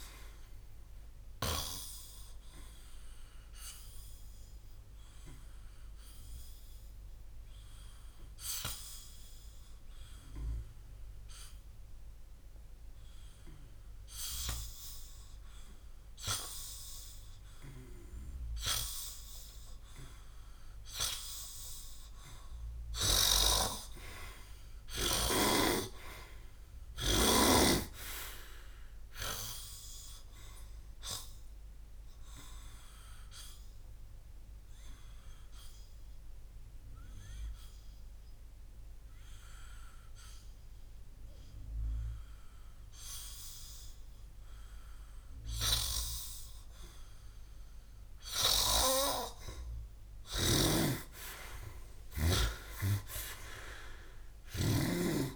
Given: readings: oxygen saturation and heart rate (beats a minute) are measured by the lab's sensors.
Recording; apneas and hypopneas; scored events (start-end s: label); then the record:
breathing in sleep by a room microphone; 2
3.00-21.50 s: hypopnea (oxygen 100% before, 88% lowest, heart rate 63 before, 57 extreme, up 14 after)
20.00-25.00 s: oxygen desaturation (device-marked, oxygen 97% before, 92% lowest, heart rate 61 before, 56 extreme)
24.50-28.00 s: arousal
32.00-55.36 s: oxygen desaturation (device-marked, oxygen 97% before, 88% lowest, heart rate 61 before, 56 extreme)
35.50-47.50 s: obstructive apnea (oxygen 97% before, 88% lowest, heart rate 63 before, 56 extreme, up 23 after)
50.00-55.00 s: snoring (device-marked)
51.00-55.00 s: arousal
From the record:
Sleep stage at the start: N2 (light sleep); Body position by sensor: on the back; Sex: male